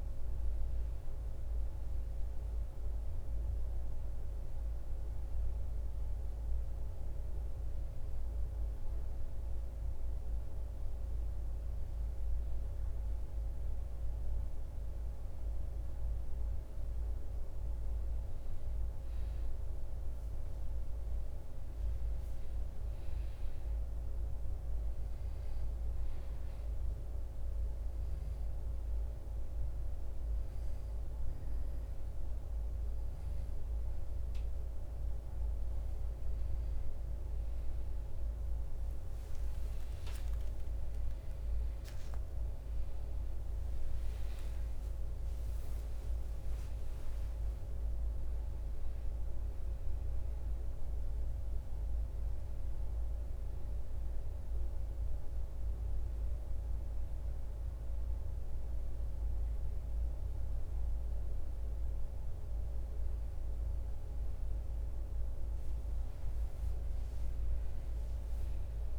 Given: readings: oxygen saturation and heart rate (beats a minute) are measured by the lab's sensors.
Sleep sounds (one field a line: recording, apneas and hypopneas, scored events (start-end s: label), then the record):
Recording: breathing in sleep, hard to hear, by a room microphone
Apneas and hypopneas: 2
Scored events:
7.50-17.50 s: hypopnea (oxygen 96% before, 89% lowest, heart rate 66 before, 62 extreme, up 4 after)
13.00-43.00 s: new sleep stage, N2 (light sleep)
20.00-23.50 s: arousal
21.00-40.00 s: oxygen desaturation (device-marked, oxygen 94% before, 89% lowest, heart rate 63 before, 61 extreme)
26.00-37.00 s: hypopnea (oxygen 95% before, 89% lowest, heart rate 63 before, 62 extreme, up 12 after)
40.00-45.00 s: arousal
43.00-68.99 s: new sleep stage, N1 (lightest sleep)
From the record:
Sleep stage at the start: N1 (lightest sleep)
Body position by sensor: on the back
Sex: male